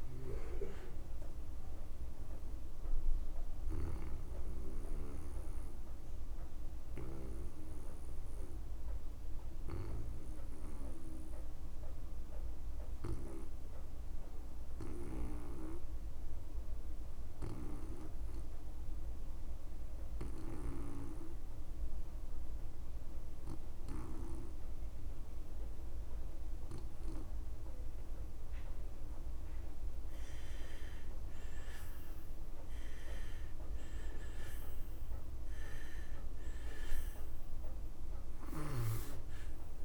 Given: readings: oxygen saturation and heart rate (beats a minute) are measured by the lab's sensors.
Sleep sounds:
breathing in sleep by a room microphone; 1
0.00-20.00 s: oxygen desaturation (device-marked, oxygen 78% lowest)
5.00-29.50 s: obstructive apnea (oxygen 99% before, 78% lowest)
31.00-39.85 s: oxygen desaturation (device-marked, oxygen 98% before, 84% lowest)
32.00-36.00 s: arousal
From the record:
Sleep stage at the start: N2 (light sleep); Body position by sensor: on the back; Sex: male

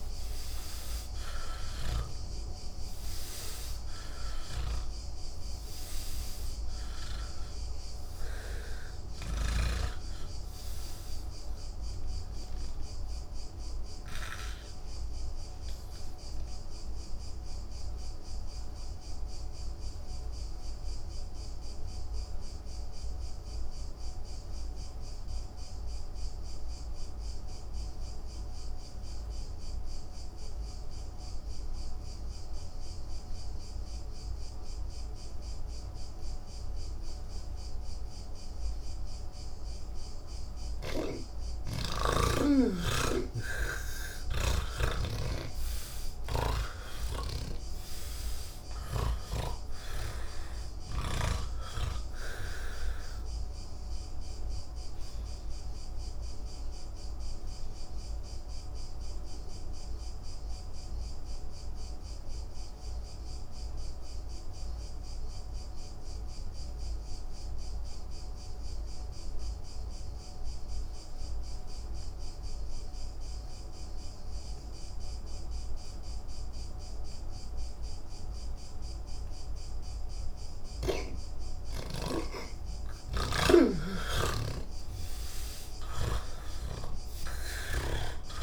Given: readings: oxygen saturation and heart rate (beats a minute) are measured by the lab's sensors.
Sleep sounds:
breathing in sleep by a room microphone; 2
0.00-27.00 s: oxygen desaturation (device-marked, oxygen 78% lowest, heart rate 30 extreme)
12.50-40.50 s: obstructive apnea (oxygen 98% before, 78% lowest, heart rate 102 before, 59 extreme, up 15 after)
40.00-72.00 s: oxygen desaturation (device-marked, oxygen 98% before, 81% lowest)
45.50-49.50 s: snoring (device-marked)
54.50-80.00 s: obstructive apnea (oxygen 99% before, 78% lowest)
74.00-88.42 s: oxygen desaturation (device-marked, oxygen 97% before, 78% lowest, heart rate 103 before, 58 extreme)
83.00-88.42 s: snoring (device-marked)
From the record:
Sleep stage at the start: N1 (lightest sleep); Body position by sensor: on the back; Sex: male

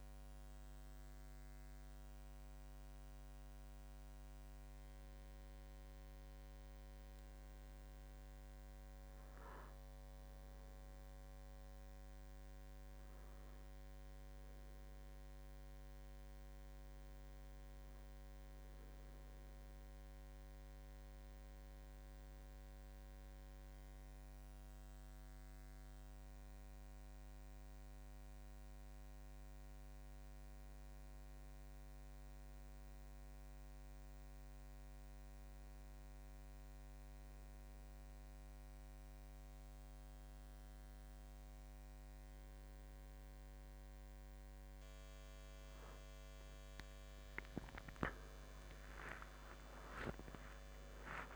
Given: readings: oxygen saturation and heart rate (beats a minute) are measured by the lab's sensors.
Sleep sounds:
breathing in sleep, hard to hear, by a microphone on the trachea; none
48.00-51.35 s: arousal
From the record:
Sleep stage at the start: N1 (lightest sleep); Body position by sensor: on the right side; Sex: male

